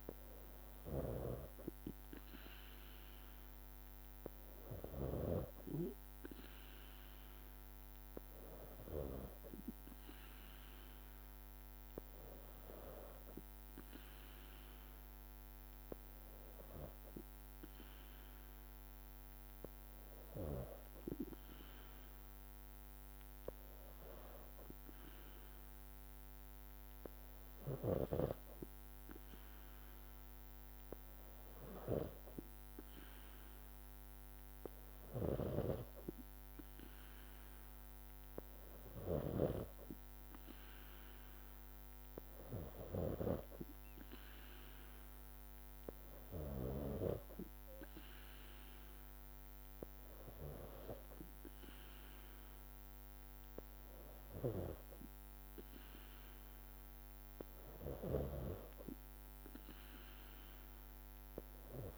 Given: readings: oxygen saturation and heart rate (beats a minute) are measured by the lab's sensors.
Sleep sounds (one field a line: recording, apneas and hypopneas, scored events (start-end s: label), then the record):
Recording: breathing in sleep by a microphone on the trachea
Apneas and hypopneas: none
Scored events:
1.00-5.50 s: snoring (device-marked)
35.00-39.50 s: snoring (device-marked)
From the record:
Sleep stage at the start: N3 (deep sleep)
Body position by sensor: on the back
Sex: female